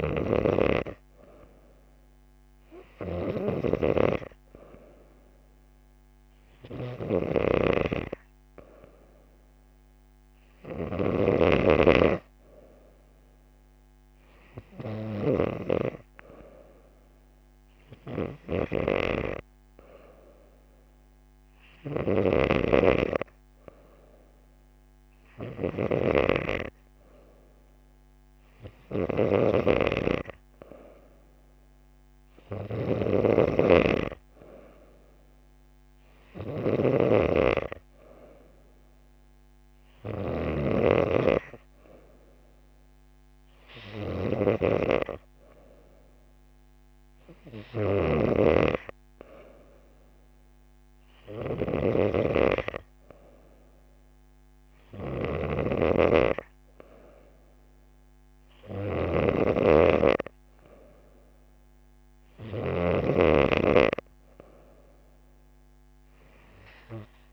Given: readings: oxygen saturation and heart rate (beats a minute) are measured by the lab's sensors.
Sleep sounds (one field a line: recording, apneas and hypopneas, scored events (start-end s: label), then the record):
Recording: breathing in sleep by a microphone on the trachea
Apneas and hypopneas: none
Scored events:
none scored
From the record:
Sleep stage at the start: N2 (light sleep)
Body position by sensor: on the back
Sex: female